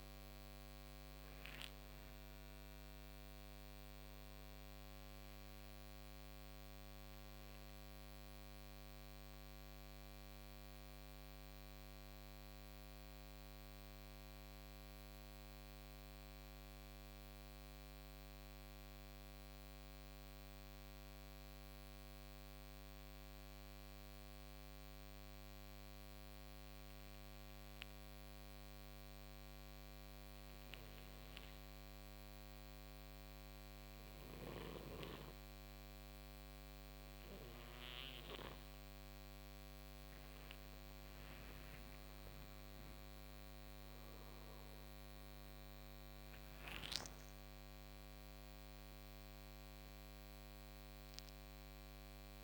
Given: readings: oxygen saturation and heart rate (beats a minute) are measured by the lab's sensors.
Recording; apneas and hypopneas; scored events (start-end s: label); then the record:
breathing in sleep, hard to hear, by a microphone on the trachea; 1
0.00-2.50 s: arousal
0.00-21.50 s: oxygen desaturation (device-marked, oxygen 89% lowest, heart rate 53 extreme)
14.50-36.00 s: hypopnea (oxygen 95% before, 89% lowest, heart rate 73 before, 55 extreme, up 51 after)
36.50-52.44 s: oxygen desaturation (device-marked, oxygen 98% before, 89% lowest, heart rate 59 before, 52 extreme)
40.00-45.50 s: arousal
From the record:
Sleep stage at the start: N2 (light sleep); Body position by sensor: on the right side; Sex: male